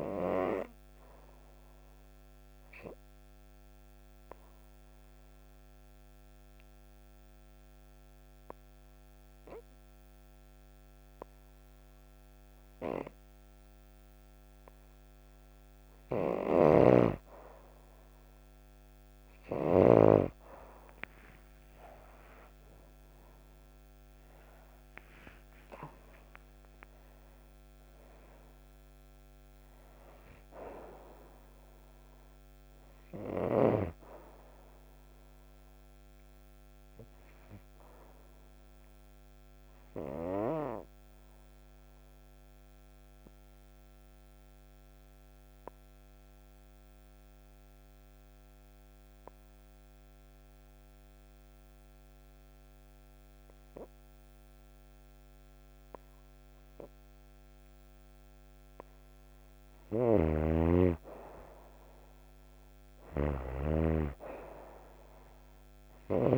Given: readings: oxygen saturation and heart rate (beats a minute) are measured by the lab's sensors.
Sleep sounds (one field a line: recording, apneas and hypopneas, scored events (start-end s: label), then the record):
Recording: breathing in sleep by a microphone on the trachea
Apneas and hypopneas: 2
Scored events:
0.00-20.00 s: oxygen desaturation (device-marked, oxygen 91% lowest, heart rate 59 extreme)
0.50-16.00 s: obstructive apnea (oxygen 98% before, 91% lowest, heart rate 60 before, 59 extreme, up 16 after)
16.50-20.00 s: snoring (device-marked)
20.50-25.50 s: arousal
36.50-58.00 s: obstructive apnea (oxygen 95% before, 90% lowest, heart rate 74 before, 56 extreme, up 12 after)
46.00-54.00 s: oxygen desaturation (device-marked, oxygen 95% before, 91% lowest, heart rate 68 before, 58 extreme)
59.50-62.50 s: arousal
59.50-66.38 s: snoring (device-marked)
62.00-66.38 s: oxygen desaturation (device-marked, oxygen 98% before, 90% lowest, heart rate 60 before, 53 extreme)
From the record:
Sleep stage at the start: N2 (light sleep)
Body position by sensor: on the right side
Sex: female